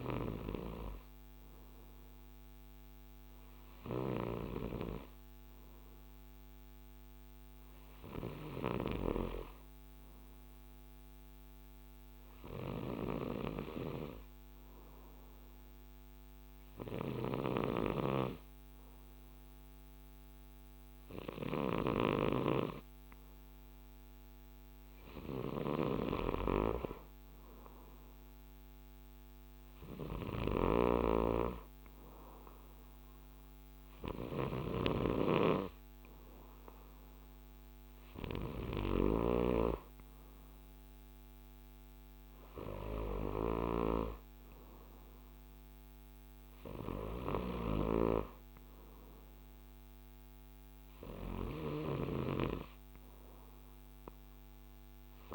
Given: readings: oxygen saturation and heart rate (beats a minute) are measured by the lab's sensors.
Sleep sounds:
breathing in sleep by a microphone on the trachea; none
30.00-55.35 s: snoring (device-marked)
From the record:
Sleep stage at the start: N2 (light sleep); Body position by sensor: on the right side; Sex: male

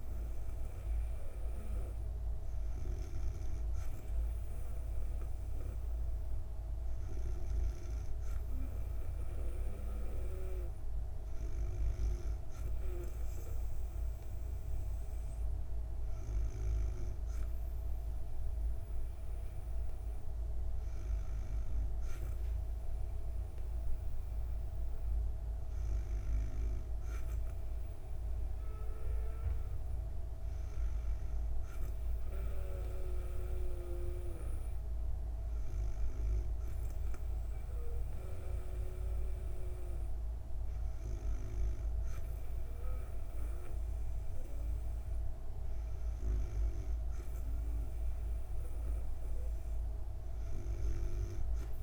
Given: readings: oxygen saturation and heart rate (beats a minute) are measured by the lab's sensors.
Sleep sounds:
breathing in sleep by a room microphone; none
none scored
From the record:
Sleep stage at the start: N2 (light sleep); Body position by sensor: on the back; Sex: female

